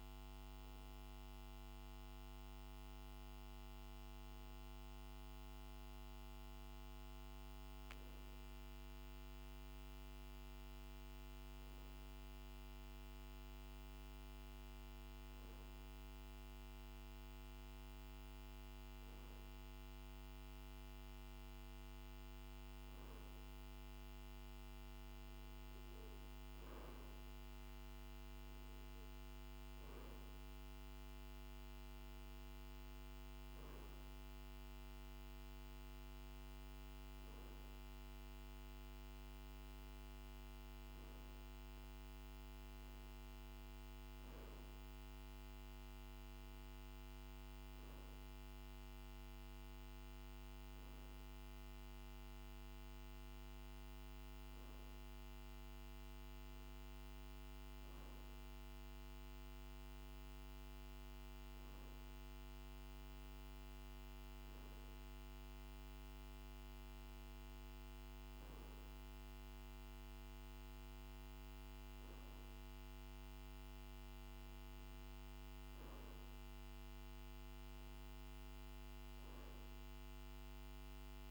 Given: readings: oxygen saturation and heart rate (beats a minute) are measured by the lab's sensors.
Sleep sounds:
breathing in sleep, hard to hear, by a microphone on the trachea; none
none scored
From the record:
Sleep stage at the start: N2 (light sleep); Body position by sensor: on the right side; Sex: male

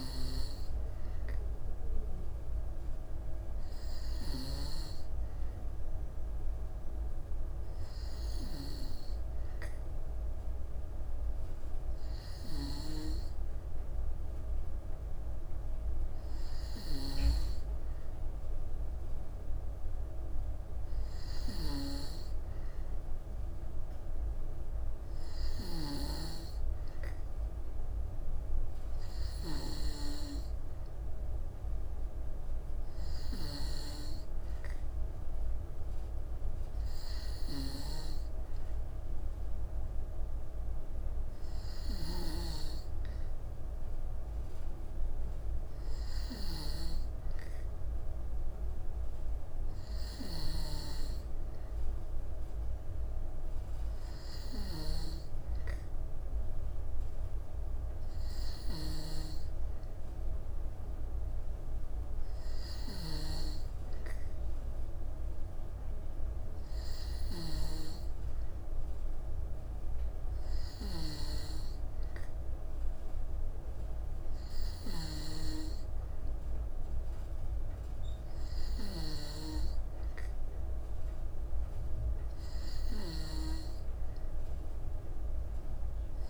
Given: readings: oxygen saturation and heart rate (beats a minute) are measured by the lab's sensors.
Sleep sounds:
breathing in sleep by a room microphone; none
62.50-67.50 s: snoring (device-marked)
From the record:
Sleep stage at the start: N2 (light sleep); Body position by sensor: on the back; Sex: female

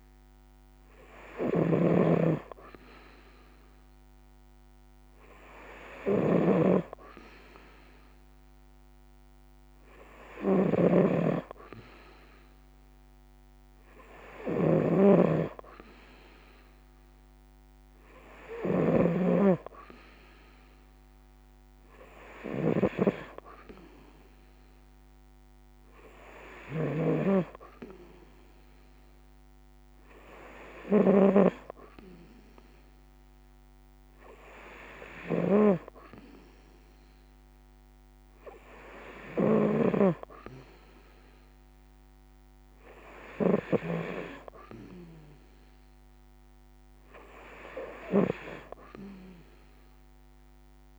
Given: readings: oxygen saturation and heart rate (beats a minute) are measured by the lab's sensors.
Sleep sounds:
breathing in sleep by a microphone on the trachea; none
0.00-50.99 s: snoring (device-marked)
From the record:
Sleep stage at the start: N3 (deep sleep); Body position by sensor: on the right side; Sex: female

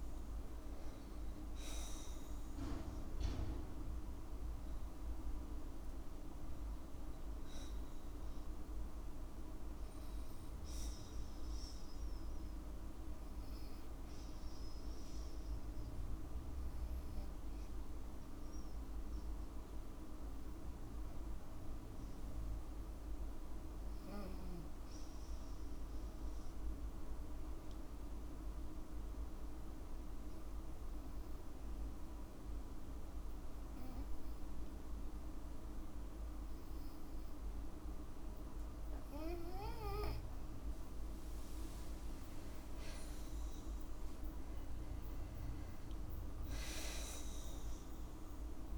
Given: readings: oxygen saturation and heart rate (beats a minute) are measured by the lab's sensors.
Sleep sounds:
breathing in sleep, hard to hear, by a room microphone; 2
2.50-13.00 s: hypopnea (oxygen 98% before, 93% lowest, heart rate 56 before, 53 extreme, up 0 after)
14.50-18.50 s: arousal
22.50-36.50 s: oxygen desaturation (device-marked, oxygen 97% before, 93% lowest, heart rate 55 before, 54 extreme)
26.50-39.50 s: obstructive apnea (oxygen 97% before, 93% lowest, heart rate 54 before, 54 extreme, up 6 after)
42.50-47.00 s: arousal
From the record:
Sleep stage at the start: N2 (light sleep); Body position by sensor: on the back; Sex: female

